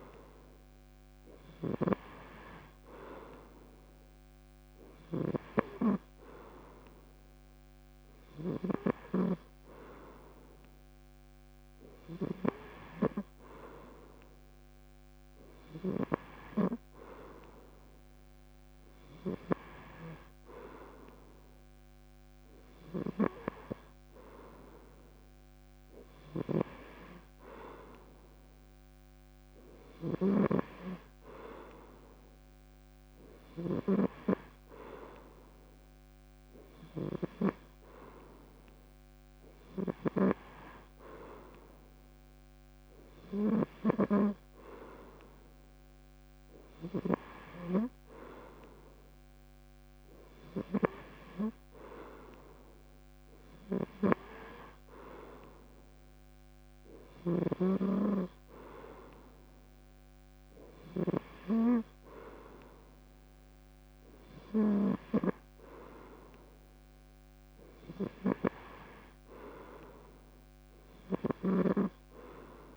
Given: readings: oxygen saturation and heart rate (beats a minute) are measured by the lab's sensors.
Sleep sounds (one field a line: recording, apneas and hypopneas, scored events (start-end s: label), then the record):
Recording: breathing in sleep by a microphone on the trachea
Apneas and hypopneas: none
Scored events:
26.00-30.00 s: snoring (device-marked)
57.00-65.00 s: snoring (device-marked)
From the record:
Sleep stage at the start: N3 (deep sleep)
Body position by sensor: on the back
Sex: male